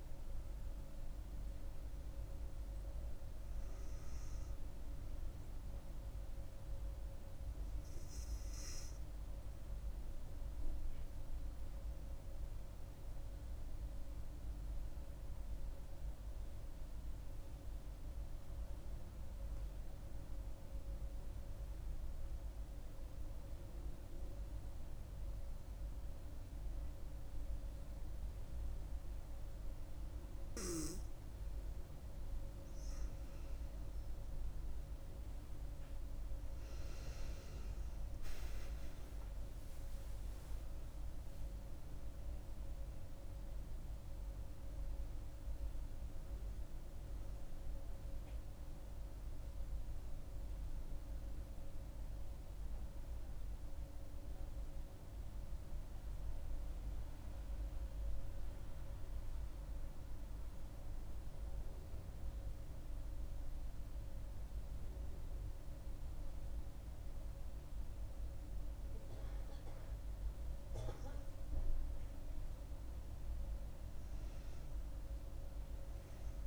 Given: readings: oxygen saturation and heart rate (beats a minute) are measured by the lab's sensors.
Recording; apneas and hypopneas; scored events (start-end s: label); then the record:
breathing in sleep, hard to hear, by a room microphone; 2
0.00-14.50 s: oxygen desaturation (device-marked, oxygen 89% lowest, heart rate 67 extreme)
12.00-33.00 s: mixed apnea (oxygen 97% before, 90% lowest, heart rate 76 before, 66 extreme, up 8 after)
31.50-54.50 s: oxygen desaturation (device-marked, oxygen 97% before, 90% lowest, heart rate 71 before, 65 extreme)
34.50-37.00 s: arousal
49.00-70.50 s: central apnea (oxygen 97% before, 90% lowest, heart rate 77 before, 65 extreme, up 8 after)
73.50-76.47 s: arousal
73.50-76.47 s: oxygen desaturation (device-marked, oxygen 97% before, 92% lowest, heart rate 68 before, 66 extreme)
From the record:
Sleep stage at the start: N2 (light sleep); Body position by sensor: on the back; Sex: female